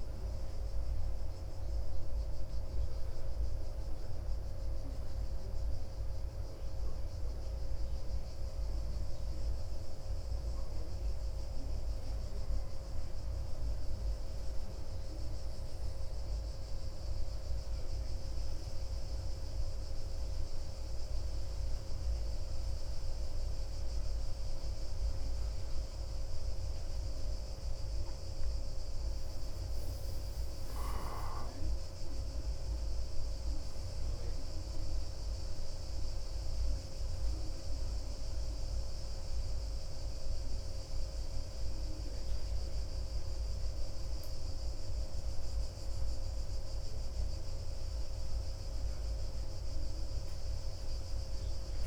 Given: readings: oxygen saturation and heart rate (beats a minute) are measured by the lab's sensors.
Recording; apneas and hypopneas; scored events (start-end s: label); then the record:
breathing in sleep, hard to hear, by a room microphone; none
none scored
From the record:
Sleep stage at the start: N2 (light sleep); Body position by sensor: on the back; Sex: male